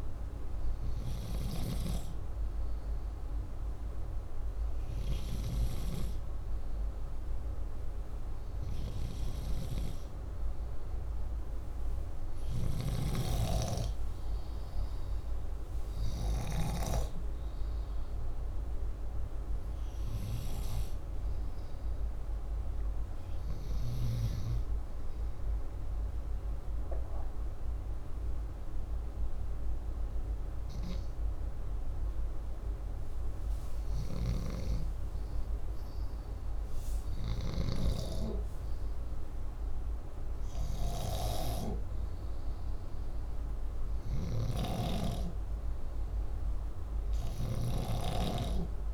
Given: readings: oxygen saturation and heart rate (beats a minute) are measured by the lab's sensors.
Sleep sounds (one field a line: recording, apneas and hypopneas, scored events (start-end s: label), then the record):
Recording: breathing in sleep by a room microphone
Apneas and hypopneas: 1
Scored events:
15.00-19.50 s: arousal
25.00-35.00 s: obstructive apnea (oxygen 93% before, 90% lowest)
36.50-41.00 s: arousal
44.00-48.94 s: snoring (device-marked)
From the record:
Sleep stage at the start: N2 (light sleep)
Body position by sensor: upright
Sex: male